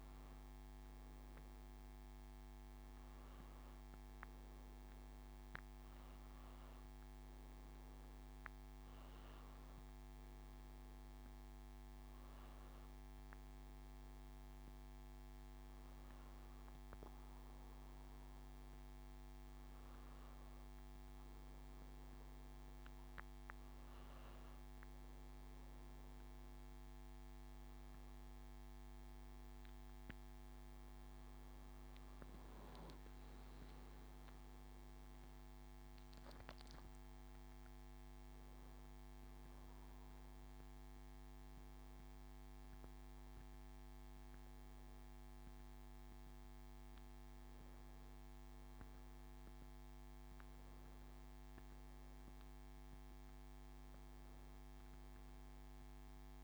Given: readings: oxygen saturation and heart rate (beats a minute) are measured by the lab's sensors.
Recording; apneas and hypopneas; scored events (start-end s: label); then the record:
breathing in sleep, hard to hear, by a microphone on the trachea; none
30.50-34.50 s: arousal
34.50-56.44 s: new sleep stage, N1 (lightest sleep)
From the record:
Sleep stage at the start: N2 (light sleep); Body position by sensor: on the back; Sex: male